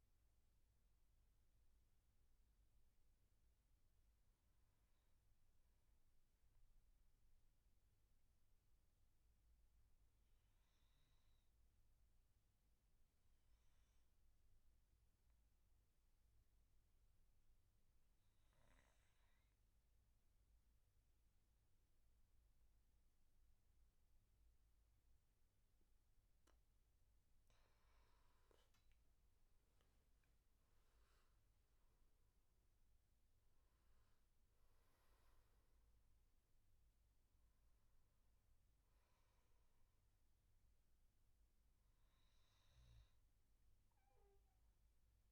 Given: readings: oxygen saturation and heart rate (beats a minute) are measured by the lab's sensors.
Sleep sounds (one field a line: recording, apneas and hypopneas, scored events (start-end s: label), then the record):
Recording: breathing in sleep, hard to hear, by a room microphone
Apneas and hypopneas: 1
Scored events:
6.50-26.00 s: mixed apnea (oxygen 99% before, 93% lowest, heart rate 79 before, 65 extreme, up 13 after)
23.00-45.32 s: oxygen desaturation (device-marked, oxygen 99% before, 93% lowest, heart rate 73 before, 65 extreme)
28.50-32.50 s: arousal
From the record:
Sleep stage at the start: N2 (light sleep)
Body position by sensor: on the back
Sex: male